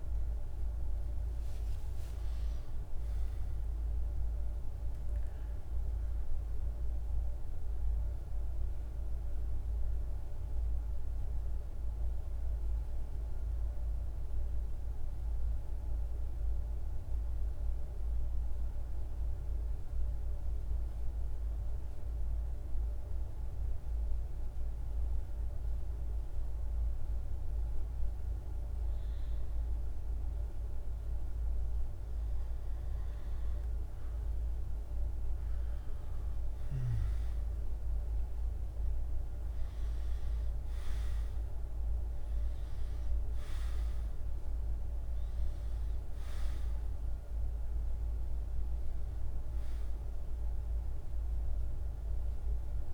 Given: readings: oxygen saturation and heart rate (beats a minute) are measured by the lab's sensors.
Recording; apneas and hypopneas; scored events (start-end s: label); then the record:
breathing in sleep, hard to hear, by a room microphone; 1
10.50-27.00 s: hypopnea (oxygen 99% before, 91% lowest, heart rate 70 before, 50 extreme, up 2 after)
28.00-52.93 s: oxygen desaturation (device-marked, oxygen 98% before, 91% lowest, heart rate 52 before, 52 extreme)
30.00-52.93 s: new sleep stage, N2 (light sleep)
32.50-38.00 s: arousal
From the record:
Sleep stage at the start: N1 (lightest sleep); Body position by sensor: on the right side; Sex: male